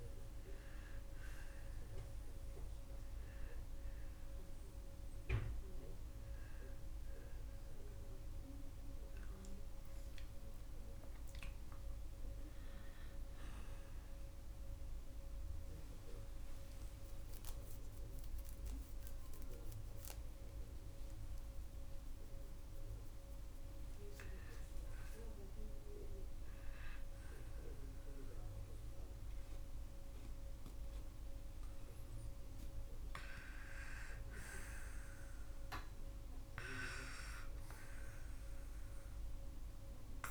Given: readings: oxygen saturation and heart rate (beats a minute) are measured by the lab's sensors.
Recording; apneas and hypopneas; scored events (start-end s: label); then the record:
breathing in sleep by a room microphone; 1
11.50-14.50 s: arousal
17.00-34.00 s: hypopnea (oxygen 91% before, 84% lowest, heart rate 109 before, 71 extreme, up 15 after)
26.50-40.31 s: new sleep stage, N2 (light sleep)
30.50-40.31 s: oxygen desaturation (device-marked, oxygen 91% before, 84% lowest, heart rate 103 before, 71 extreme)
36.00-39.00 s: arousal
From the record:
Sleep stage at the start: N1 (lightest sleep); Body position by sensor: on the left side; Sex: male